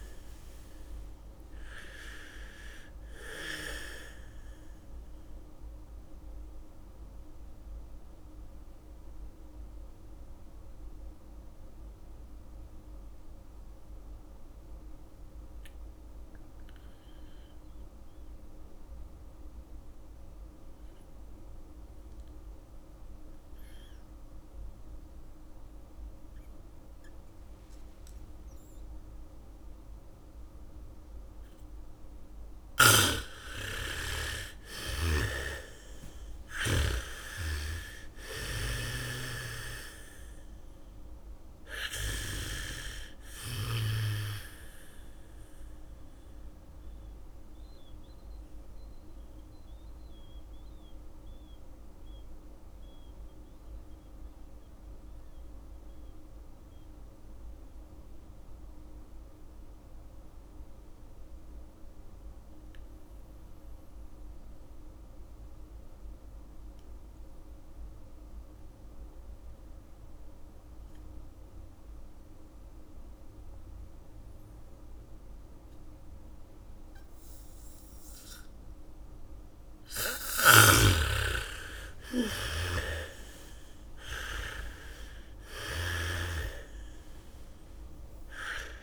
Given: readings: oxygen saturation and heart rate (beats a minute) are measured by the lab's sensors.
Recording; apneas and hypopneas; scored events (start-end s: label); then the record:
breathing in sleep by a room microphone; 2
0.00-19.00 s: oxygen desaturation (device-marked, oxygen 77% lowest, heart rate 44 extreme)
6.00-32.00 s: mixed apnea (oxygen 98% before, 77% lowest, heart rate 58 before, 50 extreme, up 7 after)
27.00-36.00 s: bradycardia (device-marked, heart rate 69 before, 50 extreme)
32.00-58.00 s: oxygen desaturation (device-marked, oxygen 98% before, 82% lowest, heart rate 76 before, 55 extreme)
35.00-40.00 s: arousal
35.00-44.00 s: snoring (device-marked)
47.00-81.00 s: mixed apnea (oxygen 98% before, 77% lowest, heart rate 68 before, 38 extreme, up 0 after)
71.00-86.00 s: bradycardia (device-marked, heart rate 70 before, 43 extreme)
74.00-88.83 s: oxygen desaturation (device-marked, oxygen 98% before, 77% lowest, heart rate 73 before, 38 extreme)
80.50-86.50 s: snoring (device-marked)
82.50-87.00 s: arousal
From the record:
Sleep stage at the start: N2 (light sleep); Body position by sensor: on the back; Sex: female